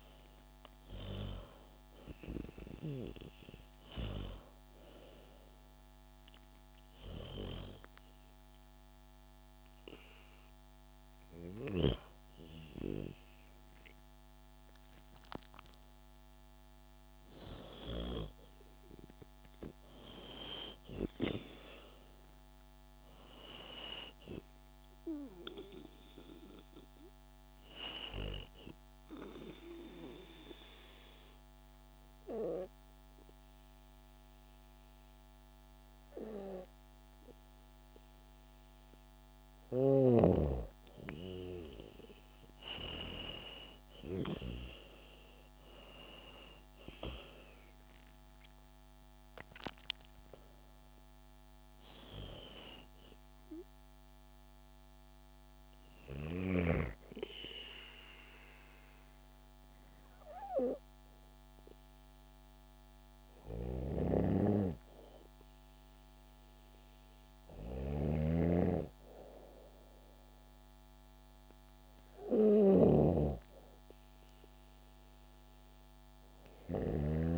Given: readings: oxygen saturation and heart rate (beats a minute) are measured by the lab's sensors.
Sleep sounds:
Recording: breathing in sleep by a microphone on the trachea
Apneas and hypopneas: 2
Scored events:
19.50-23.00 s: arousal
24.00-35.00 s: oxygen desaturation (device-marked, oxygen 97% before, 93% lowest, heart rate 81 before, 66 extreme)
28.50-39.50 s: obstructive apnea (oxygen 97% before, 93% lowest, heart rate 76 before, 65 extreme, up 12 after)
44.00-48.50 s: arousal
54.50-65.00 s: hypopnea (oxygen 96% before, 94% lowest, heart rate 75 before, 65 extreme, up 4 after)
63.00-77.38 s: snoring (device-marked)
68.50-72.00 s: arousal
From the record:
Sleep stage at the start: N2 (light sleep)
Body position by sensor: on the back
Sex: female

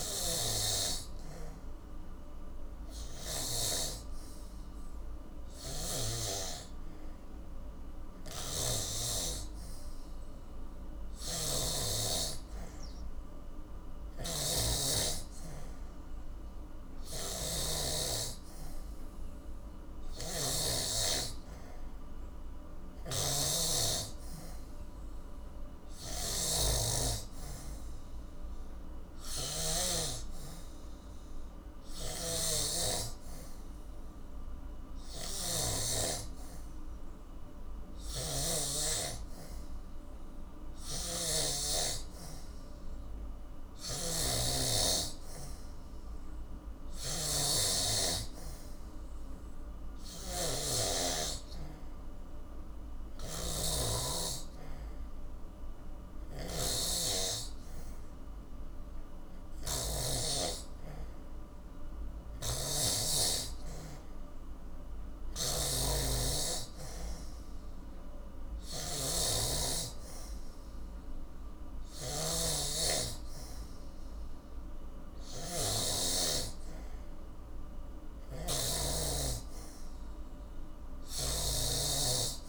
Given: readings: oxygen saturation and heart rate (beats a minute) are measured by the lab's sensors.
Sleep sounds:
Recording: breathing in sleep by a room microphone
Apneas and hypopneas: none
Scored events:
0.00-3.50 s: snoring (device-marked)
8.00-30.00 s: snoring (device-marked)
32.00-41.50 s: snoring (device-marked)
43.50-60.00 s: snoring (device-marked)
62.00-82.49 s: snoring (device-marked)
From the record:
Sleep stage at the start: N3 (deep sleep)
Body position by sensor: on the back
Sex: male

